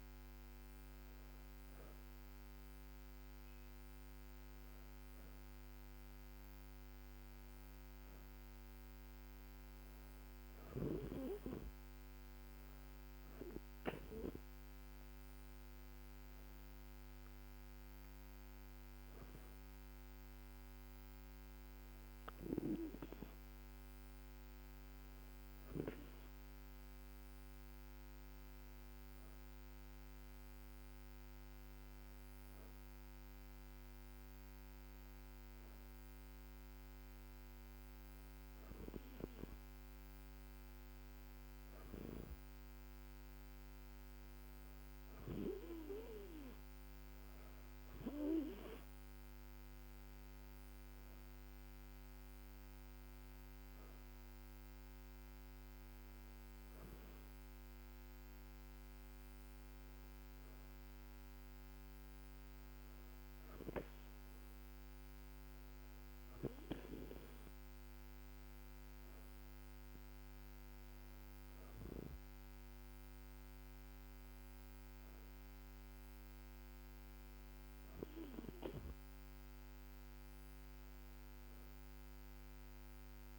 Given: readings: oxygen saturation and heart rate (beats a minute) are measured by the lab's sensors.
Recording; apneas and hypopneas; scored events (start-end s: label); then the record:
breathing in sleep by a microphone on the trachea; none
none scored
From the record:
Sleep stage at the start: N2 (light sleep); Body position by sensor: on the back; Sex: female